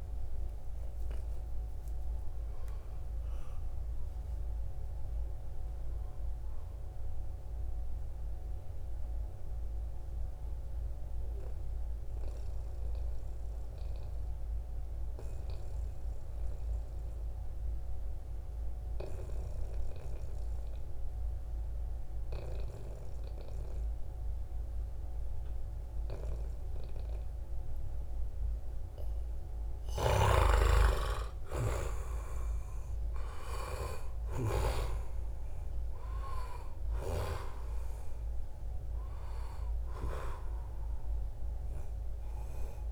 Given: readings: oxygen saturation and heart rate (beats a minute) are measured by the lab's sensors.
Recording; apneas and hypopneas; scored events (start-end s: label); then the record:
breathing in sleep by a room microphone; 1
0.00-7.00 s: oxygen desaturation (device-marked, oxygen 87% lowest, heart rate 67 extreme)
8.00-29.00 s: obstructive apnea (oxygen 95% before, 88% lowest, heart rate 77 before, 67 extreme, up 8 after)
14.00-42.92 s: new sleep stage, N2 (light sleep)
28.00-42.92 s: oxygen desaturation (device-marked, oxygen 96% before, 88% lowest, heart rate 70 before, 63 extreme)
29.00-34.00 s: snoring (device-marked)
32.00-36.50 s: arousal
From the record:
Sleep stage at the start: N1 (lightest sleep); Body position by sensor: on the back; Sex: male